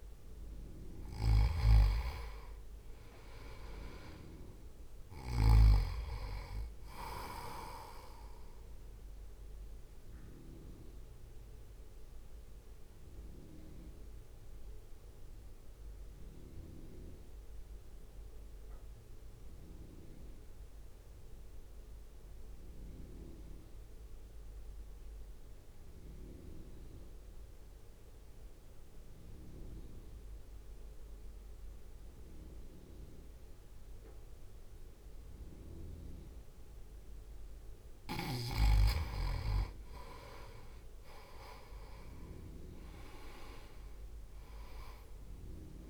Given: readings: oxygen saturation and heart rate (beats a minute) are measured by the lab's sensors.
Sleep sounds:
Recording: breathing in sleep by a room microphone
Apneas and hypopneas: 1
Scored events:
0.00-1.50 s: arousal
0.50-26.50 s: oxygen desaturation (device-marked, oxygen 98% before, 90% lowest, heart rate 64 before, 53 extreme)
1.00-5.50 s: snoring (device-marked)
1.50-14.50 s: drop in pulse transit time (device-marked, heart rate 64 before, 55 extreme)
9.00-37.50 s: mixed apnea (oxygen 98% before, 88% lowest, heart rate 62 before, 53 extreme, up 3 after)
39.50-45.89 s: oxygen desaturation (device-marked, oxygen 97% before, 88% lowest, heart rate 61 before, 53 extreme)
From the record:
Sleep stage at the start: N2 (light sleep)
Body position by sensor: on the right side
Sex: male

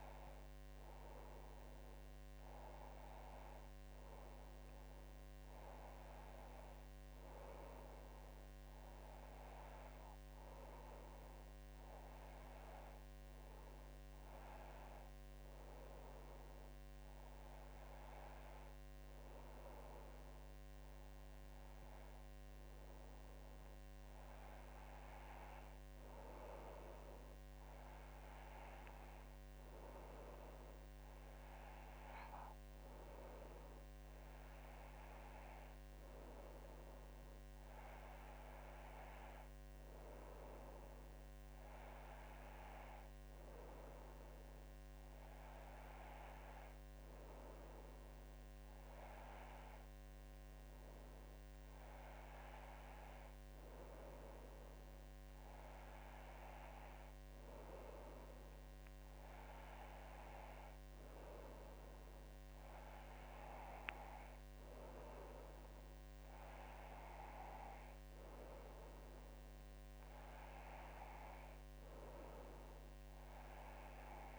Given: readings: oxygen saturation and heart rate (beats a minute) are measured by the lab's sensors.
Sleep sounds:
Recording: breathing in sleep by a microphone on the trachea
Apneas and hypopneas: none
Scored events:
none scored
From the record:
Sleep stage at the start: N2 (light sleep)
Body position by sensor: on the back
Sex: female

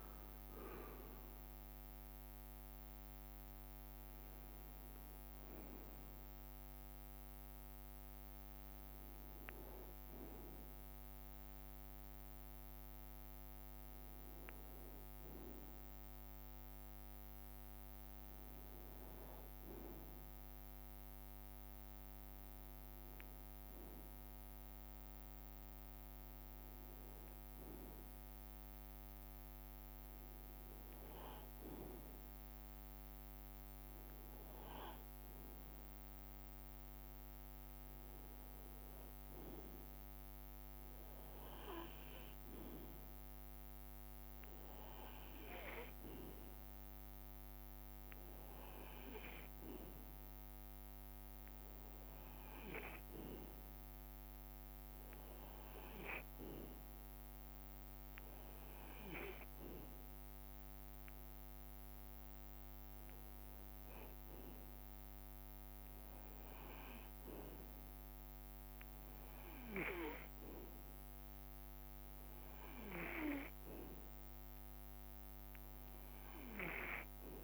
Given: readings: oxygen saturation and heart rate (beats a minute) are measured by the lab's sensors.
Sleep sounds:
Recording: breathing in sleep by a microphone on the trachea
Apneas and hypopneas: none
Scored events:
0.00-1.00 s: oxygen desaturation (device-marked, oxygen 91% lowest)
0.00-18.00 s: bradycardia (device-marked)
22.00-30.00 s: bradycardia (device-marked)
34.00-49.00 s: oxygen desaturation (device-marked, oxygen 98% before, 93% lowest)
36.00-38.00 s: leg movement (device-marked)
39.00-48.00 s: bradycardia (device-marked)
50.00-77.44 s: bradycardia (device-marked)
51.50-53.50 s: leg movement (device-marked)
69.00-71.00 s: leg movement (device-marked)
From the record:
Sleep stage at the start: REM sleep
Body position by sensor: on the right side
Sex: male

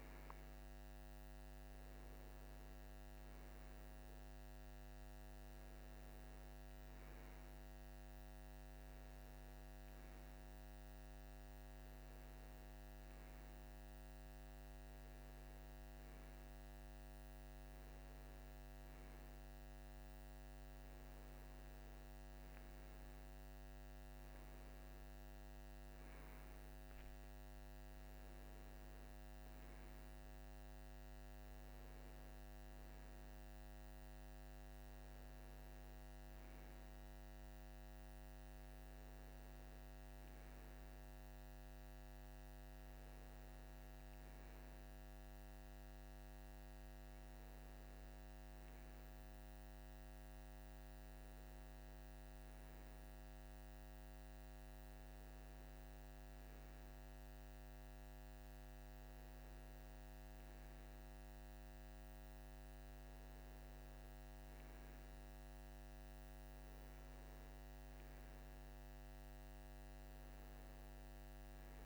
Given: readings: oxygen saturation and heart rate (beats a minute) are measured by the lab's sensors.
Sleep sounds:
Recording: breathing in sleep, hard to hear, by a microphone on the trachea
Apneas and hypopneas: none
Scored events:
none scored
From the record:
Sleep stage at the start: N2 (light sleep)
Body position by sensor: on the right side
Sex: male

